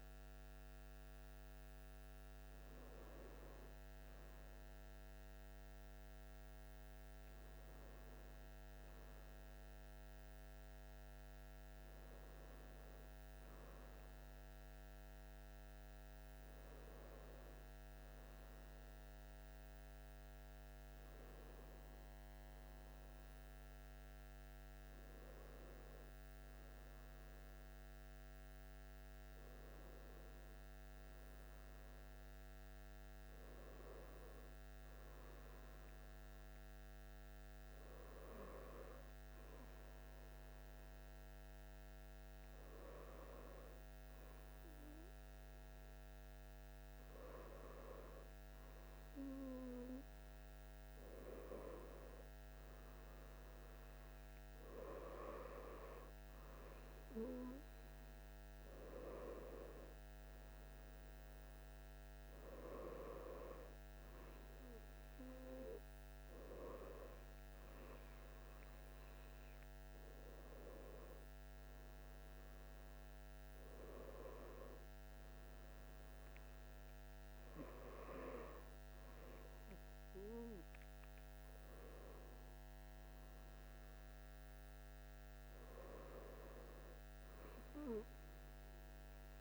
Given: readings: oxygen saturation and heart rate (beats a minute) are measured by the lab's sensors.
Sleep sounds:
breathing in sleep by a microphone on the trachea; 1
28.50-33.00 s: arousal
39.00-49.00 s: hypopnea (oxygen 99% before, 96% lowest, heart rate 53 before, 54 extreme, up 2 after)
49.50-54.00 s: arousal
From the record:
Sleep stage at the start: N1 (lightest sleep); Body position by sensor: on the back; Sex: male

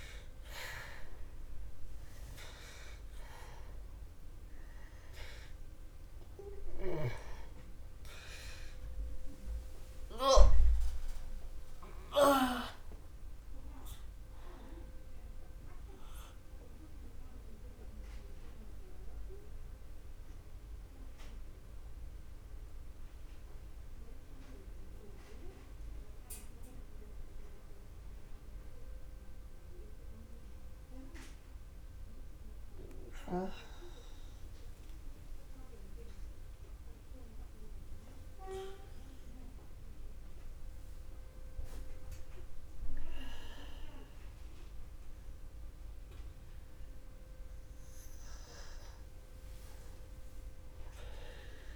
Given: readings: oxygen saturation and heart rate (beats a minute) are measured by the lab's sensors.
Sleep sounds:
breathing in sleep by a room microphone; 1
0.00-35.50 s: oxygen desaturation (device-marked, oxygen 85% lowest, heart rate 44 extreme)
18.50-45.50 s: mixed apnea (oxygen 97% before, 86% lowest, heart rate 59 before, 61 extreme, up 1 after)
47.00-50.50 s: arousal
From the record:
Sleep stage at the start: N2 (light sleep); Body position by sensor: on the back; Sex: male

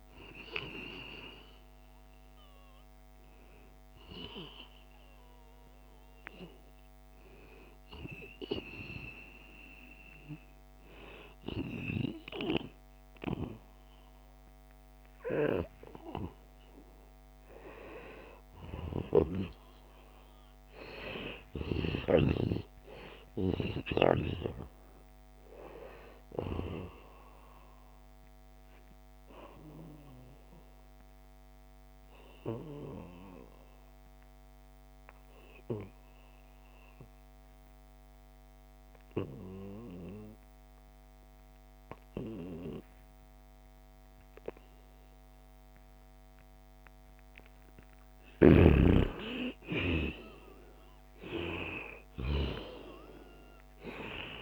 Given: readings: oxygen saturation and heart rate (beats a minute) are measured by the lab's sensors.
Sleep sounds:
breathing in sleep by a microphone on the trachea; 1
0.00-7.00 s: oxygen desaturation (device-marked, oxygen 90% lowest, heart rate 79 extreme)
20.00-24.50 s: arousal
23.00-25.00 s: long interval between heartbeats (device-marked, heart rate 81 before, 90 extreme)
30.00-47.50 s: obstructive apnea (oxygen 97% before, 89% lowest, heart rate 83 before, 73 extreme, up 11 after)
46.00-54.42 s: oxygen desaturation (device-marked, oxygen 95% before, 90% lowest, heart rate 79 before, 69 extreme)
48.50-52.00 s: arousal
49.00-51.00 s: long interval between heartbeats (device-marked, heart rate 76 before, 80 extreme)
From the record:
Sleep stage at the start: N2 (light sleep); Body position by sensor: on the back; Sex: male

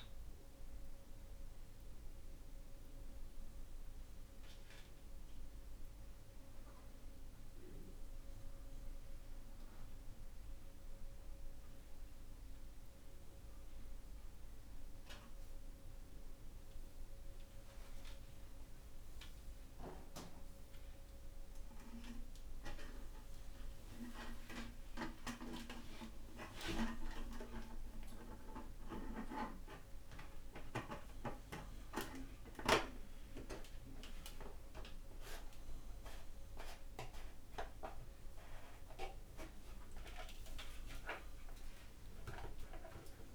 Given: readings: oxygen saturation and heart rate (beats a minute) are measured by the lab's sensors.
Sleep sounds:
a person awake in a sleep study, by a room microphone; none
none scored
From the record:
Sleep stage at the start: awake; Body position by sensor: upright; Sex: male

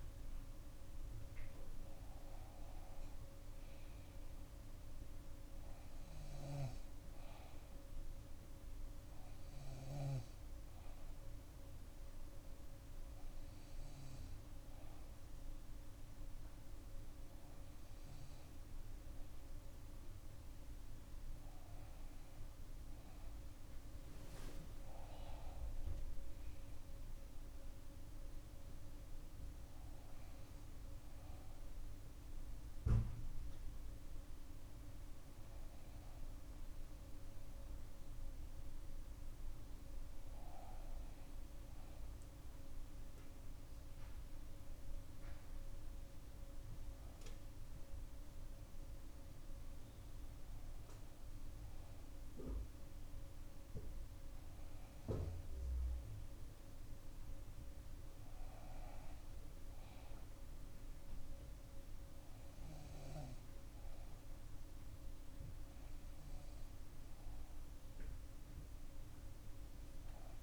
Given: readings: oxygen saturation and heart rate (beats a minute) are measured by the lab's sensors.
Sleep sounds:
breathing in sleep, hard to hear, by a room microphone; none
0.00-19.00 s: oxygen desaturation (device-marked, oxygen 97% before, 94% lowest, heart rate 68 before, 60 extreme)
From the record:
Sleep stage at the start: N2 (light sleep); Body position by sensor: on the back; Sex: female

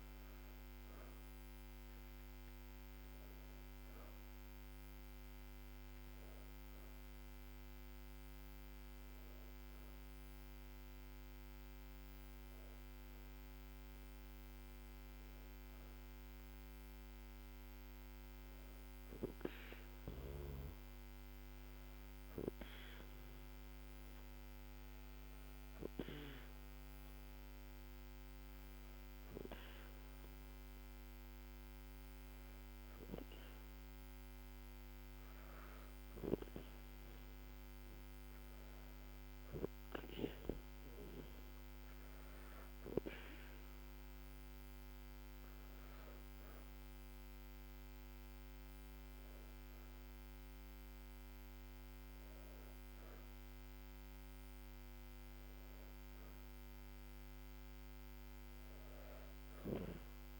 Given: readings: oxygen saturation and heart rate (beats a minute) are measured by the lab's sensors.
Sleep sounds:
breathing in sleep by a microphone on the trachea; none
none scored
From the record:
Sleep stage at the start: N2 (light sleep); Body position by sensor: on the back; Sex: female

